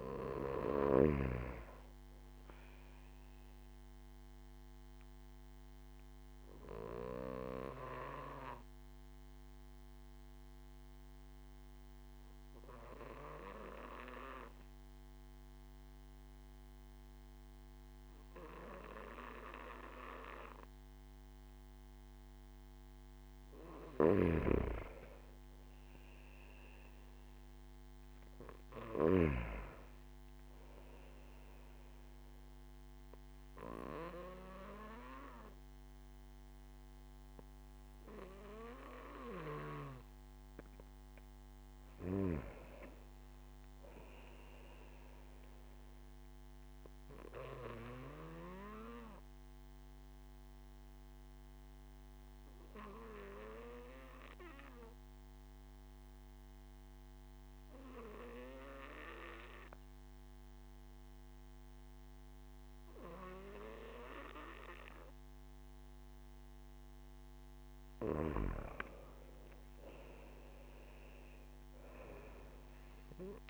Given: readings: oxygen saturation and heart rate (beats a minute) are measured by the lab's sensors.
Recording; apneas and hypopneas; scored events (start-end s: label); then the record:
breathing in sleep by a microphone on the trachea; 2
0.00-1.50 s: snoring (device-marked)
0.00-6.00 s: oxygen desaturation (device-marked, oxygen 92% lowest)
3.50-23.50 s: obstructive apnea (oxygen 97% before, 93% lowest)
24.00-29.50 s: snoring (device-marked)
25.00-47.00 s: oxygen desaturation (device-marked, oxygen 97% before, 94% lowest)
25.50-28.50 s: arousal
48.00-66.00 s: obstructive apnea (oxygen 97% before, 93% lowest)
68.00-73.49 s: oxygen desaturation (device-marked, oxygen 97% before, 93% lowest)
68.50-73.00 s: arousal
From the record:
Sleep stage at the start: N2 (light sleep); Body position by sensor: on the back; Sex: male